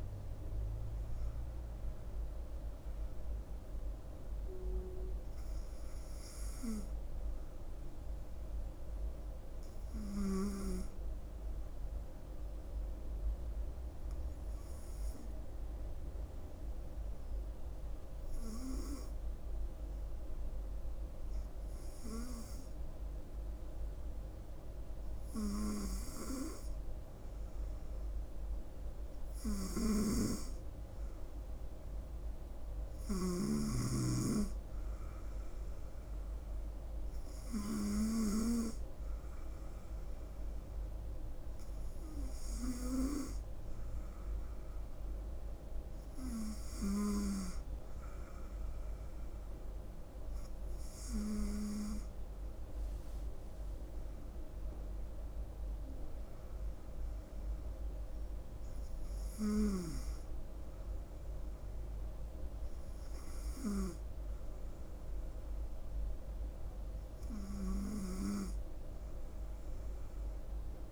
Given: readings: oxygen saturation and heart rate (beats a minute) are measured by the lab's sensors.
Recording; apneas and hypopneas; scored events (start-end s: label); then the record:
breathing in sleep by a room microphone; 1
9.00-27.50 s: hypopnea (oxygen 97% before, 95% lowest, heart rate 70 before, 66 extreme, up 3 after)
30.00-33.00 s: arousal
From the record:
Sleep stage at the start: N2 (light sleep); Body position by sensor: on the front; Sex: female